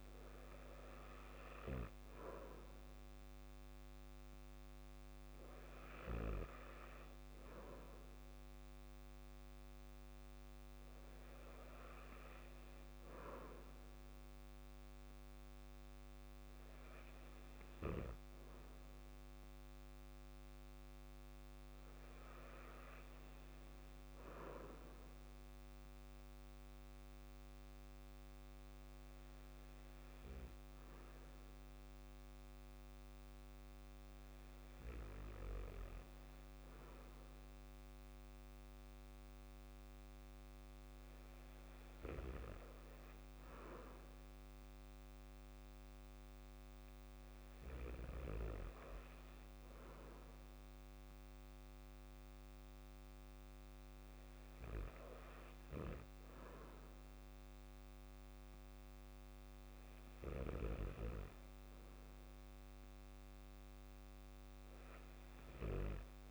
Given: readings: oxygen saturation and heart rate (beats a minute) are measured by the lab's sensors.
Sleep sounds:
breathing in sleep by a microphone on the trachea; none
none scored
From the record:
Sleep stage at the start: N2 (light sleep); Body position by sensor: on the back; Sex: male

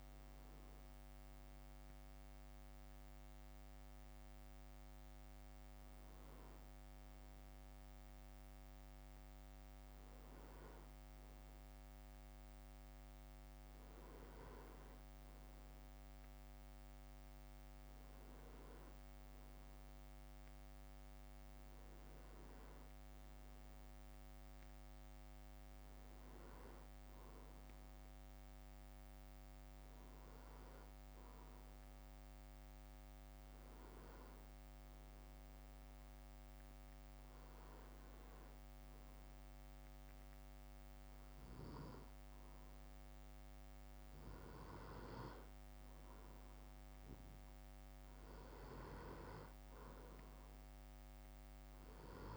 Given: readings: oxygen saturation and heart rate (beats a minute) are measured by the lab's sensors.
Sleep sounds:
breathing in sleep by a microphone on the trachea; none
none scored
From the record:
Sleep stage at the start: N2 (light sleep); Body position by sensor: on the back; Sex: male

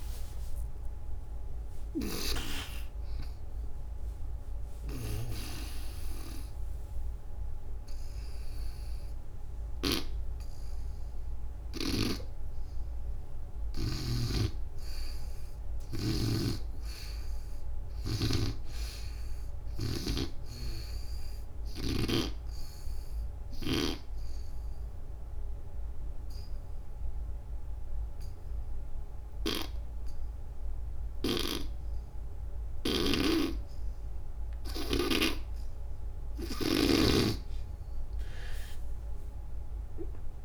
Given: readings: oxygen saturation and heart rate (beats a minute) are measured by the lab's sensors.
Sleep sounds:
breathing in sleep by a room microphone; 2
0.00-2.00 s: snoring (device-marked)
0.00-19.50 s: oxygen desaturation (device-marked, oxygen 74% lowest, heart rate 62 extreme)
4.00-14.00 s: obstructive apnea (oxygen 97% before, 74% lowest, heart rate 76 before, 64 extreme, up 14 after)
11.50-23.50 s: snoring (device-marked)
15.50-18.50 s: arousal
21.50-35.00 s: obstructive apnea (oxygen 97% before, 76% lowest, heart rate 87 before, 64 extreme, up 17 after)
32.50-36.50 s: snoring (device-marked)
38.50-40.45 s: oxygen desaturation (device-marked, oxygen 92% before, 79% lowest, heart rate 72 before, 61 extreme)
39.00-40.45 s: arousal
From the record:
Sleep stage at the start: N2 (light sleep); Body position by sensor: on the back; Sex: female

